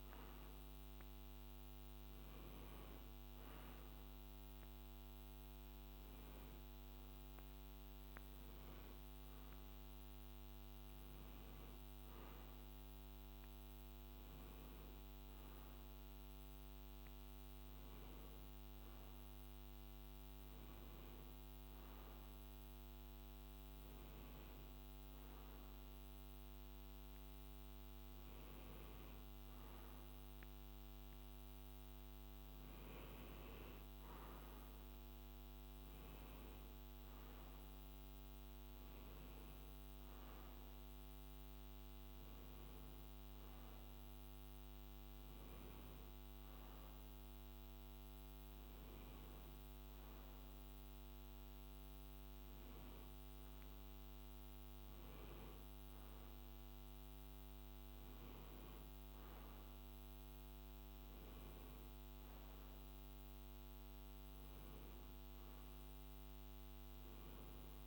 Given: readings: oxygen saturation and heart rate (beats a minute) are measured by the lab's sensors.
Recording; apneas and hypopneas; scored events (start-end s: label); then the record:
a person partly awake in a sleep study, hard to hear, by a microphone on the trachea; none
3.00-67.87 s: new sleep stage, N1 (lightest sleep)
From the record:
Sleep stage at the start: awake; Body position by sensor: on the right side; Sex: male